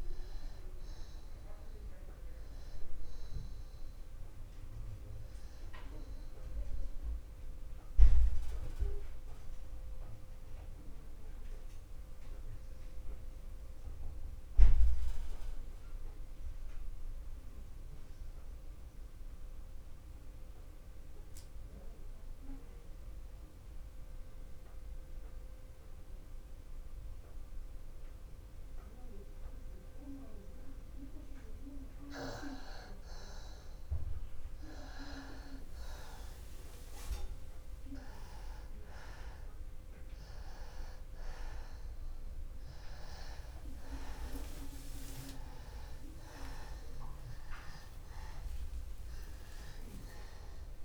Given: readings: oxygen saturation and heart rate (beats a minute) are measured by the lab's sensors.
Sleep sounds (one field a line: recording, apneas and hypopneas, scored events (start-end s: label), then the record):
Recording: breathing in sleep by a room microphone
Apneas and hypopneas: 1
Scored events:
0.00-15.50 s: oxygen desaturation (device-marked, oxygen 87% lowest, heart rate 60 extreme)
6.00-32.00 s: mixed apnea (oxygen 96% before, 86% lowest, heart rate 61 before, 60 extreme, up 0 after)
34.00-38.00 s: arousal
36.50-50.85 s: oxygen desaturation (device-marked, oxygen 97% before, 86% lowest, heart rate 61 before, 44 extreme)
From the record:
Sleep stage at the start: N2 (light sleep)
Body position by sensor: on the back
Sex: male